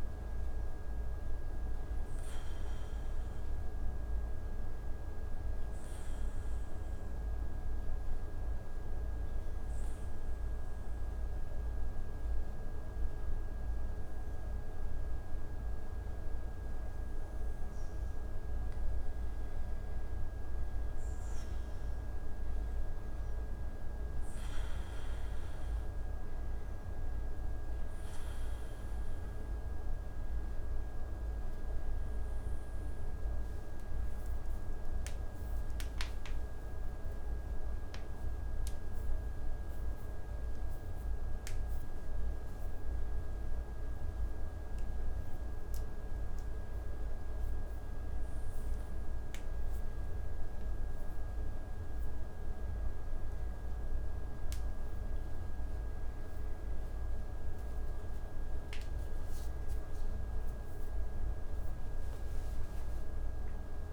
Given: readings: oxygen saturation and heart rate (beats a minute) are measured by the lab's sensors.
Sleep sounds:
breathing in sleep, hard to hear, by a room microphone; 1
6.00-18.00 s: obstructive apnea (oxygen 94% before, 89% lowest)
21.00-24.00 s: arousal
29.00-45.00 s: oxygen desaturation (device-marked, oxygen 94% before, 89% lowest)
60.50-63.93 s: arousal
From the record:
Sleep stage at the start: N1 (lightest sleep); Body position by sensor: on the back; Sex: male

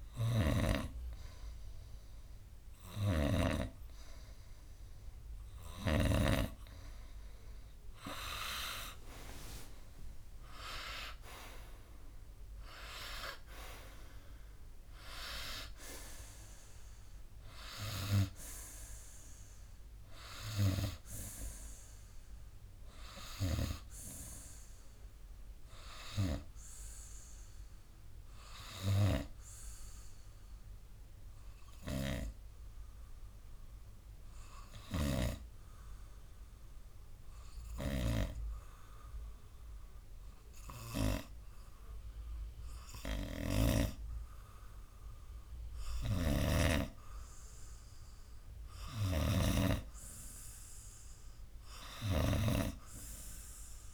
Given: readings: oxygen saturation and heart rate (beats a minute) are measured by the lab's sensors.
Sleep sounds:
breathing in sleep by a room microphone; 1
3.00-6.50 s: snoring (device-marked)
9.50-24.50 s: oxygen desaturation (device-marked, oxygen 94% before, 91% lowest, heart rate 66 before, 59 extreme)
28.00-45.50 s: obstructive apnea (oxygen 94% before, 93% lowest, heart rate 67 before, 57 extreme, up 3 after)
35.00-44.00 s: snoring (device-marked)
46.00-53.94 s: snoring (device-marked)
48.00-51.50 s: arousal
From the record:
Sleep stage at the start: N2 (light sleep); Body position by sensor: on the right side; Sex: male

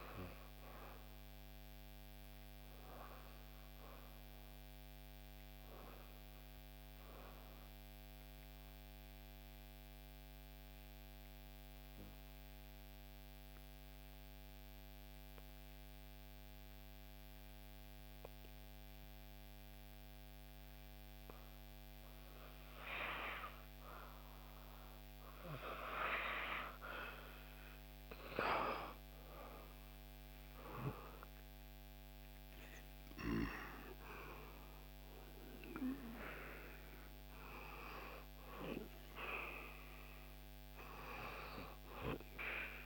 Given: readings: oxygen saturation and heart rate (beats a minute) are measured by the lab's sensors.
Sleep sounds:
breathing in sleep by a microphone on the trachea; 1
9.00-27.50 s: obstructive apnea (oxygen 97% before, 88% lowest, heart rate 62 before, 59 extreme, up 7 after)
25.00-42.86 s: oxygen desaturation (device-marked, oxygen 96% before, 88% lowest, heart rate 59 before, 59 extreme)
29.00-32.50 s: arousal
From the record:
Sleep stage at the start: N2 (light sleep); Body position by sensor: on the back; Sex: female

